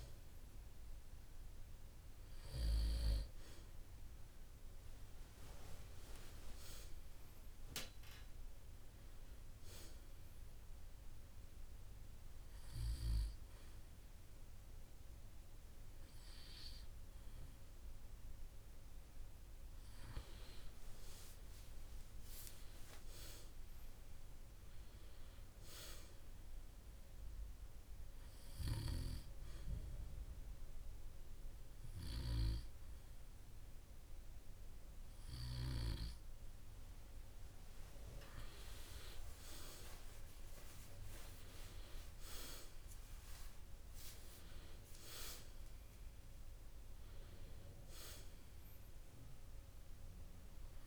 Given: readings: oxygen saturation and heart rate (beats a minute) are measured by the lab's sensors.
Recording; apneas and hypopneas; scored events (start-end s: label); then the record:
breathing in sleep by a room microphone; 2
11.00-21.00 s: hypopnea (oxygen 97% before, 95% lowest, heart rate 139 before, 90 extreme, up 36 after)
23.50-26.50 s: arousal
28.50-38.50 s: obstructive apnea (oxygen 98% before, 95% lowest, heart rate 133 before, 76 extreme)
41.00-45.50 s: arousal
From the record:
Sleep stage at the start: N2 (light sleep); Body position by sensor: on the back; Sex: male